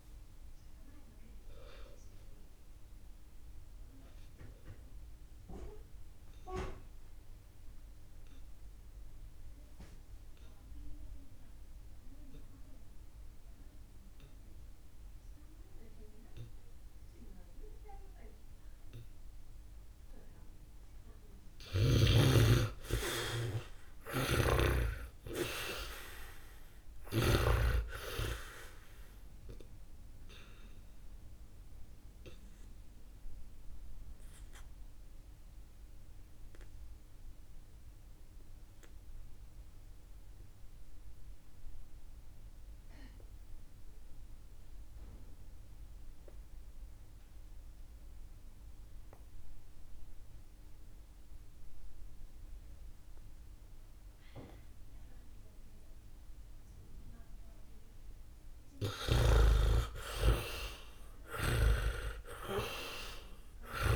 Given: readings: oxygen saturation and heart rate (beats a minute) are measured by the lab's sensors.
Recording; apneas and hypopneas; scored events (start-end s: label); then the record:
breathing in sleep by a room microphone; 2
0.00-5.00 s: oxygen desaturation (device-marked, oxygen 77% lowest, heart rate 52 extreme)
2.50-20.50 s: obstructive apnea (oxygen 95% before, 76% lowest, heart rate 66 before, 58 extreme)
13.00-63.96 s: new sleep stage, N2 (light sleep)
22.00-27.50 s: arousal
24.00-27.50 s: snoring (device-marked)
31.50-57.50 s: obstructive apnea (oxygen 100% before, 76% lowest, heart rate 62 before, 51 extreme, up 5 after)
32.00-47.00 s: oxygen desaturation (device-marked, oxygen 98% before, 79% lowest, heart rate 61 before, 51 extreme)
55.00-63.96 s: oxygen desaturation (device-marked, oxygen 98% before, 76% lowest, heart rate 64 before, 52 extreme)
59.50-63.50 s: arousal
From the record:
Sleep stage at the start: N1 (lightest sleep); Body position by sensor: on the back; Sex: male